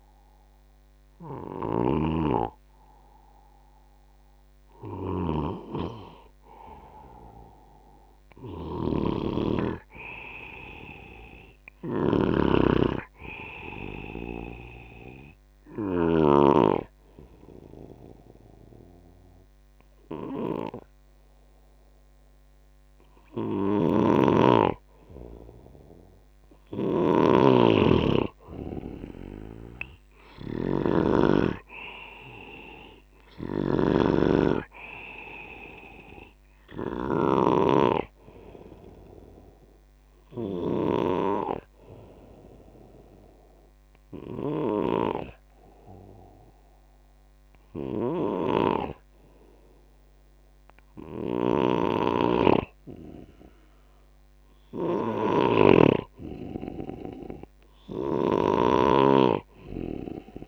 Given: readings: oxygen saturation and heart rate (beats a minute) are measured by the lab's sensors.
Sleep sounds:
breathing in sleep by a microphone on the trachea; 2
1.50-16.00 s: snoring (device-marked)
15.00-25.50 s: obstructive apnea (oxygen 98% before, 92% lowest, heart rate 80 before, 74 extreme, up 11 after)
16.50-23.50 s: oxygen desaturation (device-marked, oxygen 98% before, 94% lowest, heart rate 78 before, 74 extreme)
18.50-60.48 s: new sleep stage, N2 (light sleep)
23.50-41.00 s: snoring (device-marked)
29.00-33.00 s: arousal
33.50-47.50 s: oxygen desaturation (device-marked, oxygen 96% before, 93% lowest, heart rate 80 before, 66 extreme)
42.50-55.00 s: obstructive apnea (oxygen 97% before, 92% lowest, heart rate 82 before, 66 extreme, up 4 after)
48.00-60.48 s: snoring (device-marked)
57.00-60.48 s: arousal
From the record:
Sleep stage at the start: N1 (lightest sleep); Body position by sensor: on the back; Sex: male

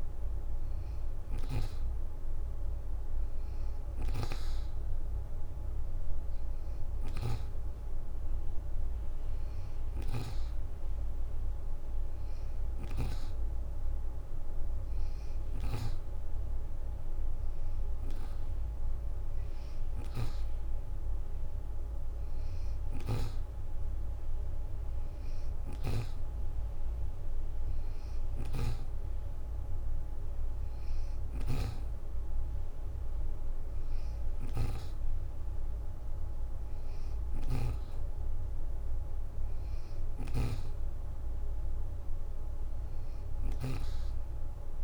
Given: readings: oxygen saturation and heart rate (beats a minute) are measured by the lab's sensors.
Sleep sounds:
breathing in sleep by a room microphone; none
0.50-10.00 s: snoring (device-marked)
24.50-26.50 s: leg movement (device-marked)
25.00-44.84 s: snoring (device-marked)
27.00-28.50 s: leg movement (device-marked)
35.00-36.50 s: leg movement (device-marked)
41.50-43.50 s: leg movement (device-marked)
From the record:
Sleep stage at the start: N2 (light sleep); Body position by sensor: on the back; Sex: female

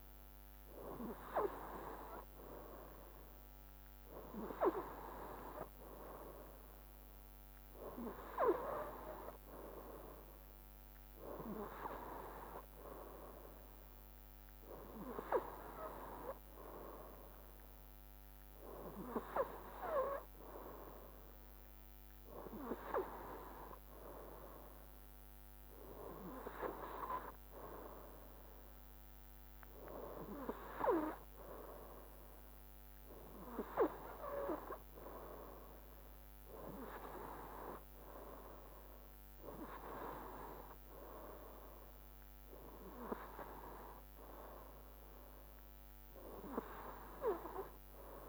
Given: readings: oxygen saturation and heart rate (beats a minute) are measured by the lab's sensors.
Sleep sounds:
breathing in sleep by a microphone on the trachea; none
none scored
From the record:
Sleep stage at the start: N2 (light sleep); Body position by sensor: on the right side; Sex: male

